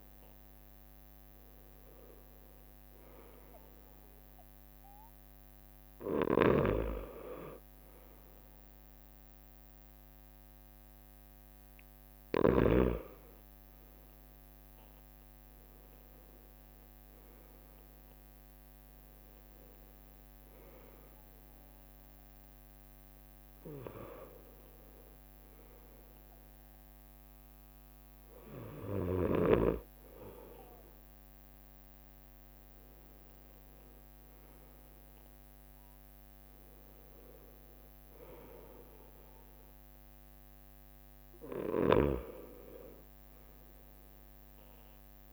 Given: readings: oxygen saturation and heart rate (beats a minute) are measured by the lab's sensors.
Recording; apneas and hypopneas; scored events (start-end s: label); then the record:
breathing in sleep by a microphone on the trachea; none
0.00-4.00 s: leg movement (device-marked)
15.00-19.00 s: leg movement (device-marked)
26.00-29.50 s: leg movement (device-marked)
42.50-45.33 s: arousal
43.50-45.33 s: leg movement (device-marked)
From the record:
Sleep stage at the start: N2 (light sleep); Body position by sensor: on the right side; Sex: male